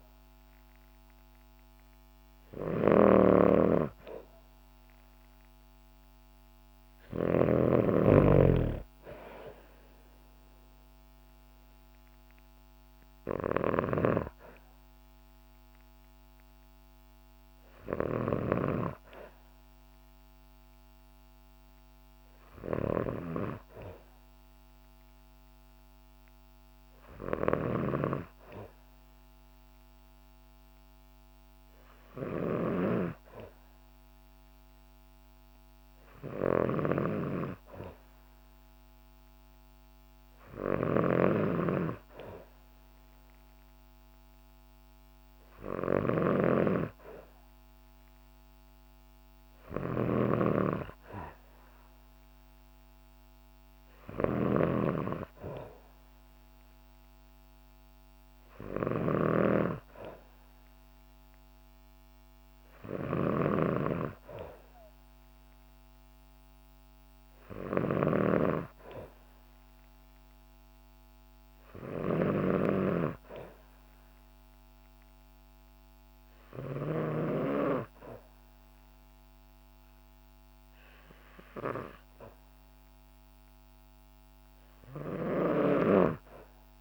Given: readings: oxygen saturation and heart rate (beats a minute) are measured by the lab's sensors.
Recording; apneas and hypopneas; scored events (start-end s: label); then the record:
breathing in sleep by a microphone on the trachea; none
0.00-7.50 s: snoring (device-marked)
13.50-77.00 s: snoring (device-marked)
85.00-86.81 s: snoring (device-marked)
From the record:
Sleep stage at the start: N2 (light sleep); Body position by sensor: on the back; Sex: female